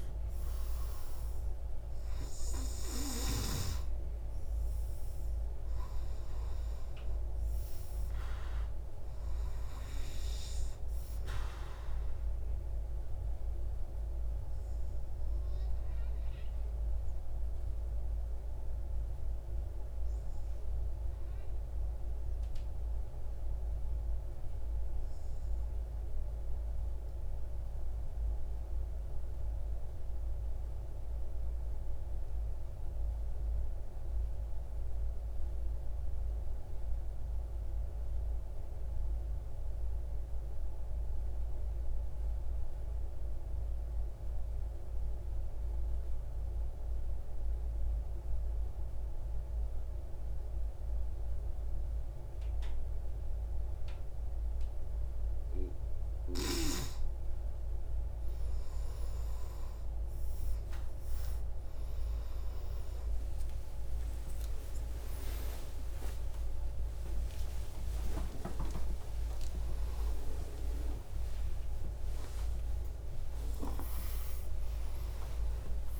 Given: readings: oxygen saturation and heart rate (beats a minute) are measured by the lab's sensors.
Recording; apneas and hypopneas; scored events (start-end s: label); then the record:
breathing in sleep by a room microphone; 1
0.00-24.00 s: oxygen desaturation (device-marked, oxygen 93% lowest)
12.50-55.50 s: obstructive apnea (oxygen 97% before, 93% lowest)
49.00-70.00 s: oxygen desaturation (device-marked, oxygen 98% before, 93% lowest)
61.00-76.00 s: new sleep stage, awake
From the record:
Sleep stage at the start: N2 (light sleep); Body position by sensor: on the right side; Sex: male